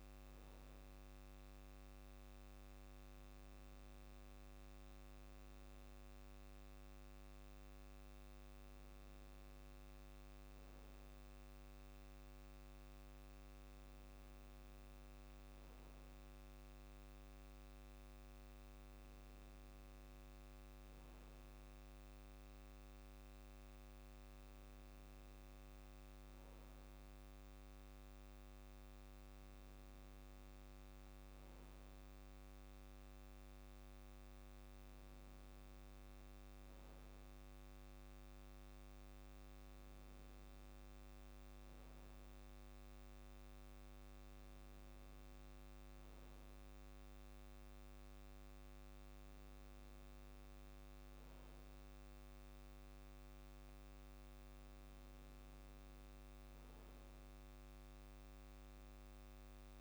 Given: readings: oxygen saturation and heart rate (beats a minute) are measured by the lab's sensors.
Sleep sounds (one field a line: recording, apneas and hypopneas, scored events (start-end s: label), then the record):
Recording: breathing in sleep, hard to hear, by a microphone on the trachea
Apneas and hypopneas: none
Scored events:
none scored
From the record:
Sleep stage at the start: N2 (light sleep)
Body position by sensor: on the back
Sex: male